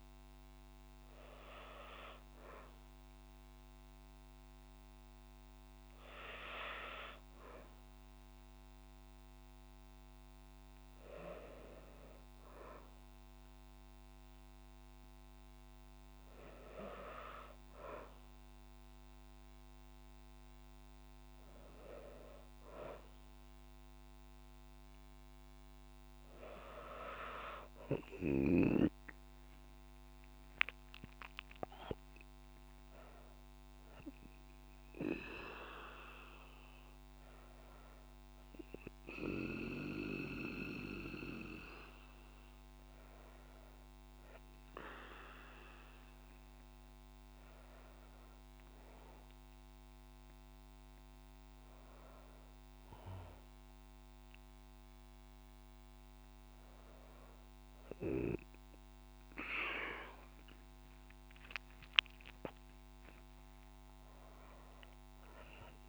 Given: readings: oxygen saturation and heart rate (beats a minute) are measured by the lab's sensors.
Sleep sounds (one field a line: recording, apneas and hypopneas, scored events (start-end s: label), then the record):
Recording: breathing in sleep by a microphone on the trachea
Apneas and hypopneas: none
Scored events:
59.00-64.00 s: arousal
From the record:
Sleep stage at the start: N1 (lightest sleep)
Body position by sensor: on the back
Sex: female